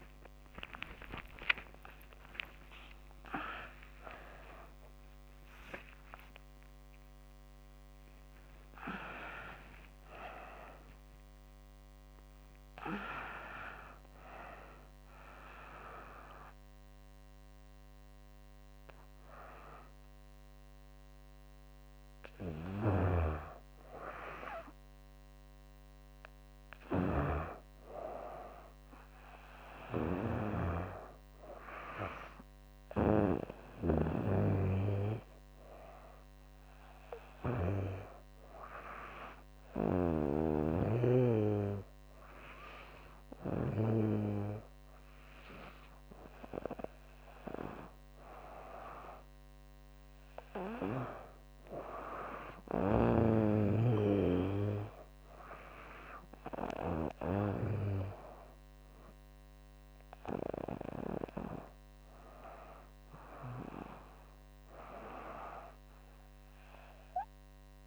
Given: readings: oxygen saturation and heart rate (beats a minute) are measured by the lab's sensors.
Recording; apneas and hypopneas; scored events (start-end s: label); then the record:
breathing in sleep by a microphone on the trachea; none
0.00-4.50 s: arousal
22.00-43.50 s: snoring (device-marked)
60.00-67.87 s: new sleep stage, awake
From the record:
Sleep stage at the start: N2 (light sleep); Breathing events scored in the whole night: 163 in 5.4 hours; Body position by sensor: on the back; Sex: female